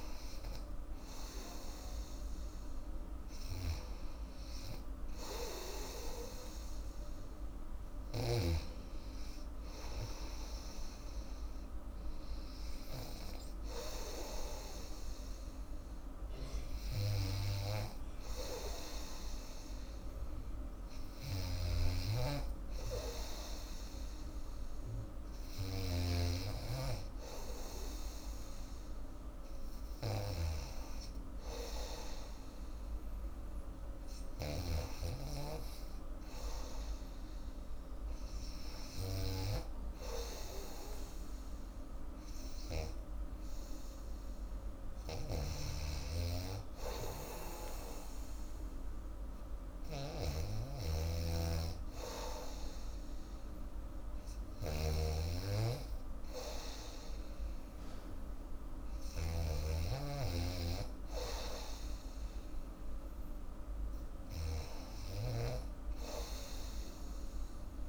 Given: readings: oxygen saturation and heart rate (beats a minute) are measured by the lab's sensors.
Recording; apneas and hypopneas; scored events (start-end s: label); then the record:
breathing in sleep by a room microphone; none
21.00-35.00 s: snoring (device-marked)
45.00-67.89 s: snoring (device-marked)
From the record:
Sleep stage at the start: N2 (light sleep); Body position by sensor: on the back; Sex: female